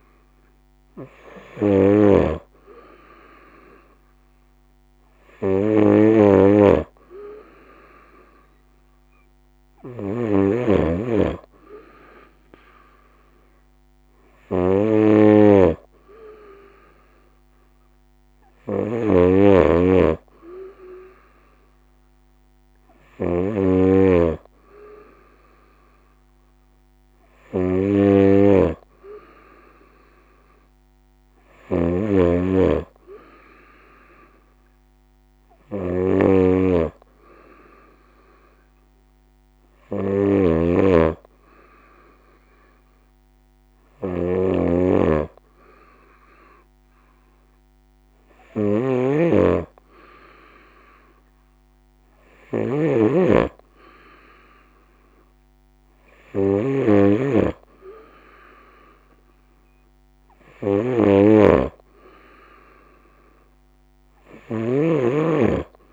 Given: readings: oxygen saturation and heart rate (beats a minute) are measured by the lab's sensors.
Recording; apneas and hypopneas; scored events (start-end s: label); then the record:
breathing in sleep by a microphone on the trachea; none
0.00-65.92 s: snoring (device-marked)
From the record:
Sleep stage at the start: N2 (light sleep); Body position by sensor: on the right side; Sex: female